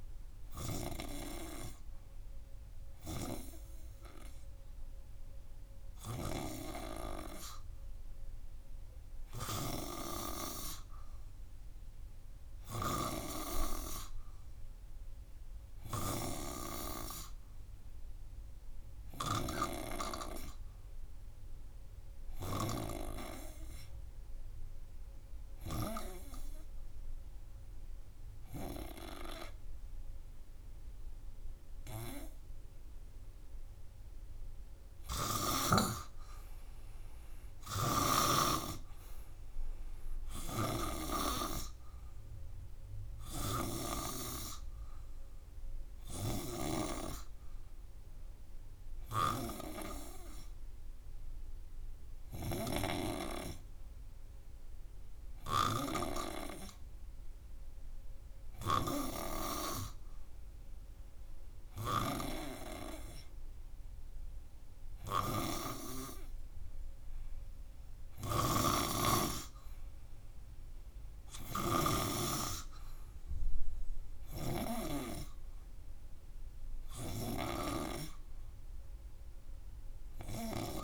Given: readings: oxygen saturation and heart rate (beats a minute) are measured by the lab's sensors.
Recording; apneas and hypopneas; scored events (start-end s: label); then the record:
breathing in sleep by a room microphone; 1
24.00-34.50 s: hypopnea (oxygen 96% before, 93% lowest, heart rate 93 before, 88 extreme, up 4 after)
36.50-40.00 s: arousal
From the record:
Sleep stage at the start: N2 (light sleep); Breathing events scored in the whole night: 189 in 3.3 hours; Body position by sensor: on the front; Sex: male